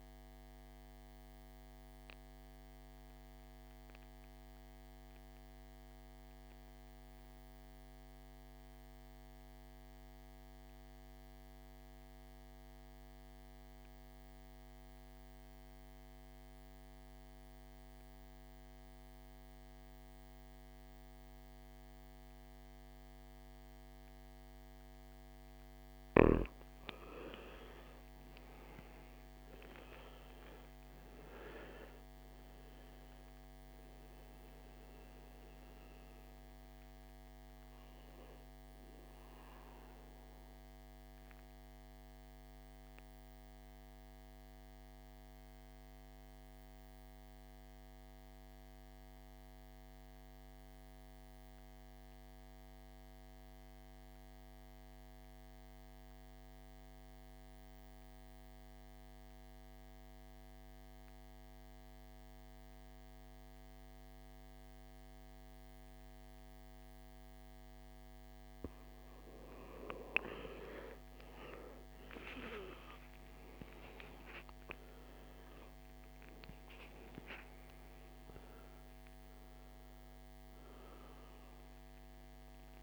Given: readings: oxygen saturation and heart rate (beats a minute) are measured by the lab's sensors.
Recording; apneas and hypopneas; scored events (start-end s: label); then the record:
breathing in sleep by a microphone on the trachea; 2
0.00-8.50 s: oxygen desaturation (device-marked, oxygen 81% lowest, heart rate 52 extreme)
1.50-25.50 s: mixed apnea (oxygen 98% before, 80% lowest, heart rate 66 before, 53 extreme, up 16 after)
25.50-53.50 s: oxygen desaturation (device-marked, oxygen 98% before, 80% lowest, heart rate 57 before, 52 extreme)
27.50-31.00 s: arousal
44.50-68.00 s: mixed apnea (oxygen 98% before, 80% lowest, heart rate 66 before, 52 extreme, up 22 after)
71.00-74.50 s: arousal
71.50-82.83 s: oxygen desaturation (device-marked, oxygen 97% before, 83% lowest, heart rate 55 before, 54 extreme)
From the record:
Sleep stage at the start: N2 (light sleep); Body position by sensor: on the back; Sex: male